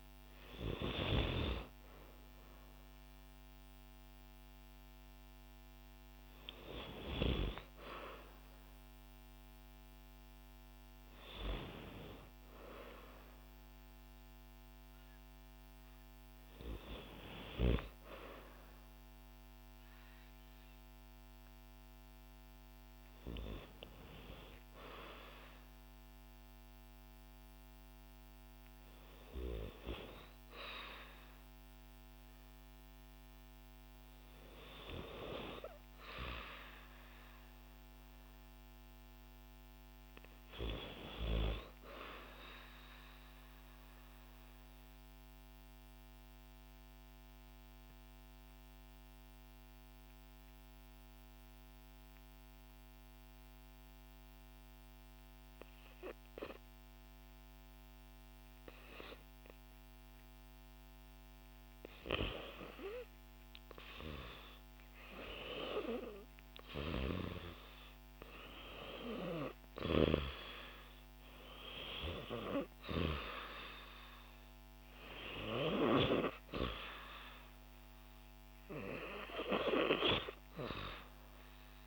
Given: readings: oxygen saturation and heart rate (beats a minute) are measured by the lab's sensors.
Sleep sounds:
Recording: breathing in sleep by a microphone on the trachea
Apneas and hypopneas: 1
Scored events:
42.50-60.50 s: obstructive apnea (oxygen 96% before, 89% lowest, heart rate 62 before, 60 extreme, up 5 after)
61.50-81.86 s: oxygen desaturation (device-marked, oxygen 95% before, 89% lowest, heart rate 62 before, 56 extreme)
62.00-65.50 s: arousal
From the record:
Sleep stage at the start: REM sleep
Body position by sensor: on the back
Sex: female

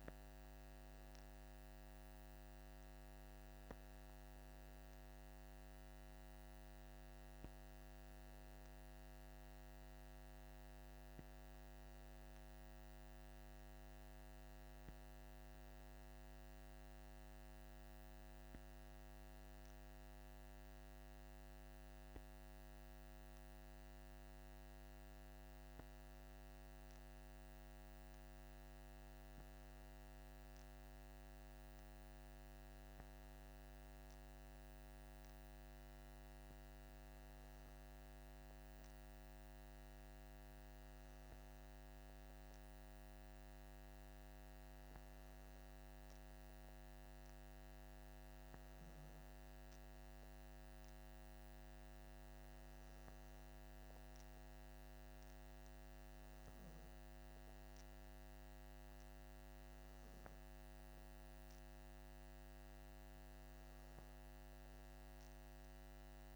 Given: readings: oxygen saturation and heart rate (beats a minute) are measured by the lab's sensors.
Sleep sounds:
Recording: breathing in sleep, hard to hear, by a microphone on the trachea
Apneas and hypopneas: none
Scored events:
none scored
From the record:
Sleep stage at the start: N2 (light sleep)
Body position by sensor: on the back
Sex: male

